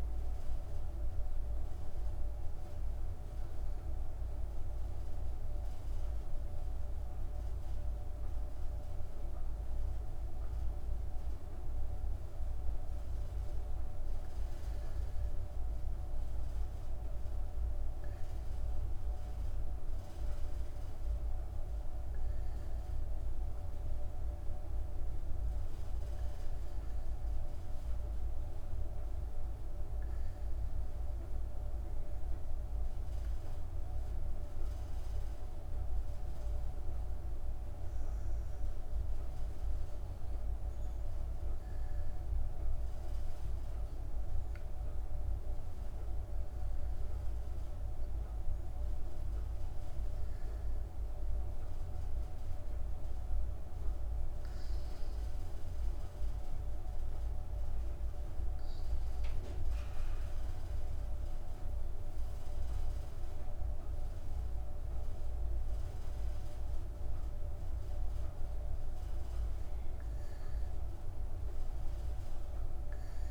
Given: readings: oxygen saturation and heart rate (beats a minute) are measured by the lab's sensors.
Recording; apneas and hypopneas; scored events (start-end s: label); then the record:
breathing in sleep, hard to hear, by a room microphone; 1
14.50-57.50 s: hypopnea (oxygen 96% before, 94% lowest)
62.50-66.50 s: arousal
From the record:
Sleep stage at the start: N2 (light sleep); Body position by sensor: on the back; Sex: female